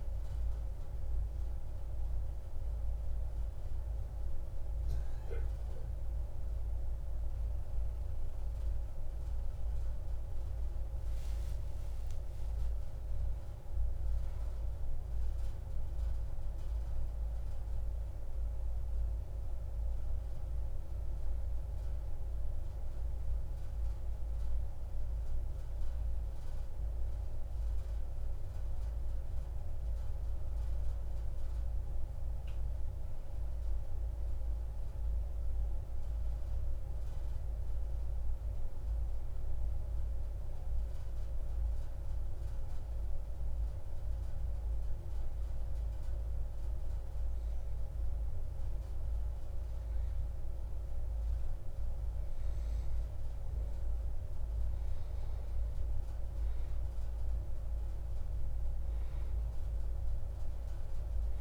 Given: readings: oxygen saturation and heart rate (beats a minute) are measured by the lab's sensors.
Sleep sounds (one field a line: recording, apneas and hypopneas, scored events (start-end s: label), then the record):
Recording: breathing in sleep, hard to hear, by a room microphone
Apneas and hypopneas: 1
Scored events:
7.00-61.41 s: new sleep stage, N2 (light sleep)
9.50-14.00 s: arousal
40.50-54.00 s: obstructive apnea (oxygen 95% before, 91% lowest)
60.00-61.41 s: arousal
From the record:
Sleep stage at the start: N1 (lightest sleep)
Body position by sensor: on the back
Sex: male